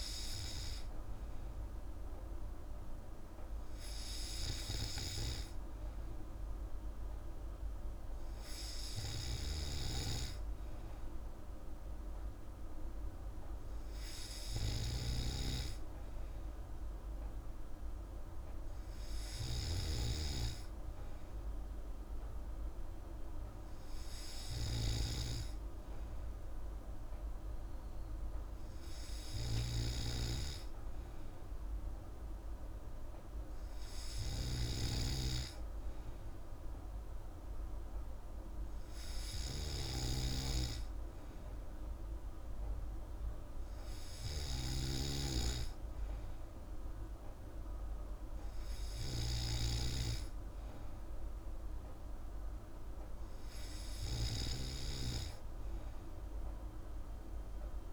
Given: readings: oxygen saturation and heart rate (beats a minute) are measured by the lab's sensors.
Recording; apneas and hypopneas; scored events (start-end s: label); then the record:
breathing in sleep by a room microphone; none
none scored
From the record:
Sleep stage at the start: N3 (deep sleep); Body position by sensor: on the back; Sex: female